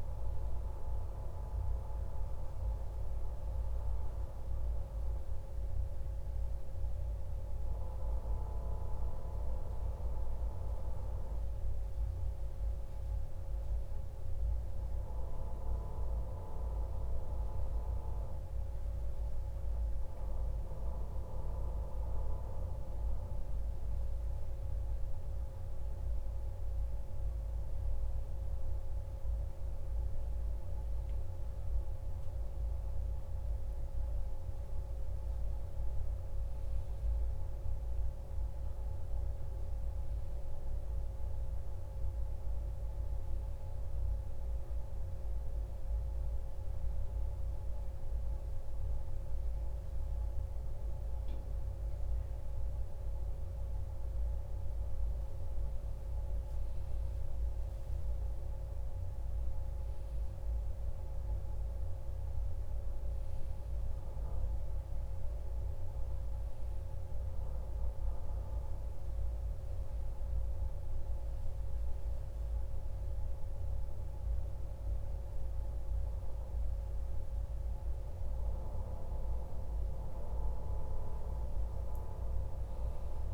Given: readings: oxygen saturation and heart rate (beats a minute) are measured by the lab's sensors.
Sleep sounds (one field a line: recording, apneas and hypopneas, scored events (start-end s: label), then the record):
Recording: a person awake in a sleep study, hard to hear, by a room microphone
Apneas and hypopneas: none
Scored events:
12.00-83.34 s: new sleep stage, awake
From the record:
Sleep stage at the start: N1 (lightest sleep)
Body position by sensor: on the back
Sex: male